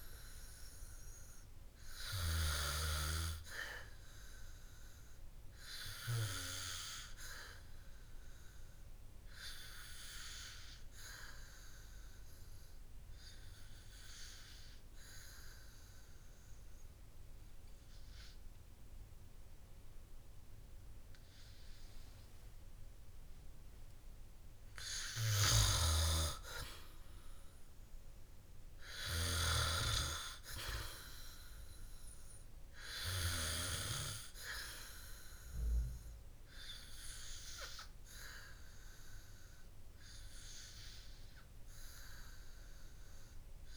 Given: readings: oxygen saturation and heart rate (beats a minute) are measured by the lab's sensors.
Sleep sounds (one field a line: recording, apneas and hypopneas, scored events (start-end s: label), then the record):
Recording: breathing in sleep by a room microphone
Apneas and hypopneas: 1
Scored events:
0.00-6.00 s: oxygen desaturation (device-marked, oxygen 94% lowest, heart rate 56 extreme)
1.00-4.00 s: arousal
16.50-27.50 s: obstructive apnea (oxygen 97% before, 94% lowest, heart rate 57 before, 57 extreme, up 4 after)
30.50-34.00 s: arousal
From the record:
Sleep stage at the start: N2 (light sleep)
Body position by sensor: on the back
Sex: male